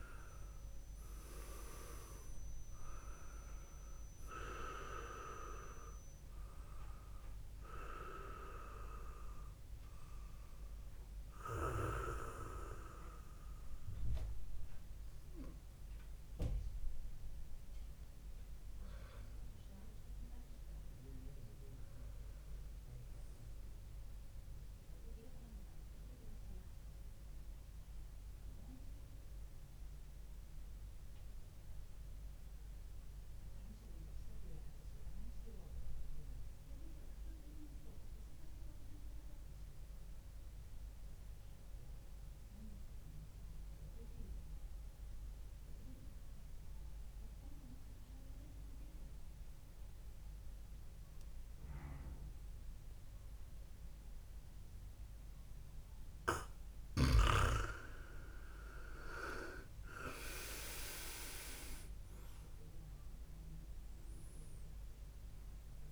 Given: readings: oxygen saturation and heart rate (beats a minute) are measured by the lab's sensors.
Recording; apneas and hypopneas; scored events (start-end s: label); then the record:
breathing in sleep by a room microphone; 1
0.00-16.50 s: oxygen desaturation (device-marked, oxygen 93% lowest, heart rate 58 extreme)
19.50-23.00 s: arousal
25.50-55.50 s: mixed apnea (oxygen 97% before, 93% lowest, heart rate 61 before, 58 extreme, up 3 after)
53.50-65.92 s: oxygen desaturation (device-marked, oxygen 99% before, 93% lowest, heart rate 71 before, 58 extreme)
57.50-61.00 s: arousal
From the record:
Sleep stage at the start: N2 (light sleep); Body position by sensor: on the back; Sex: male